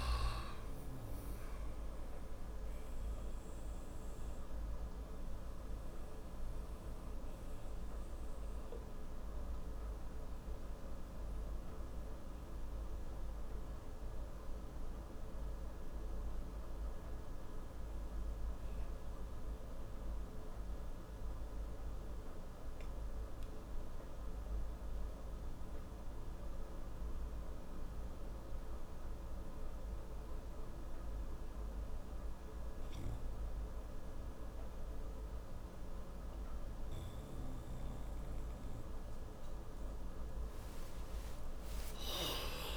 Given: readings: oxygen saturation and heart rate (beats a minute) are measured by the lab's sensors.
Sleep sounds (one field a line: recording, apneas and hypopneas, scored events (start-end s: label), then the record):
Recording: breathing in sleep, hard to hear, by a room microphone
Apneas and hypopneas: 1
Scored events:
3.00-37.00 s: obstructive apnea (oxygen 97% before, 87% lowest, heart rate 57 before, 57 extreme, up 46 after)
14.00-24.00 s: oxygen desaturation (device-marked, oxygen 94% before, 88% lowest, heart rate 57 before, 58 extreme)
From the record:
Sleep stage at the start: N2 (light sleep)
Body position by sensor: on the right side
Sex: male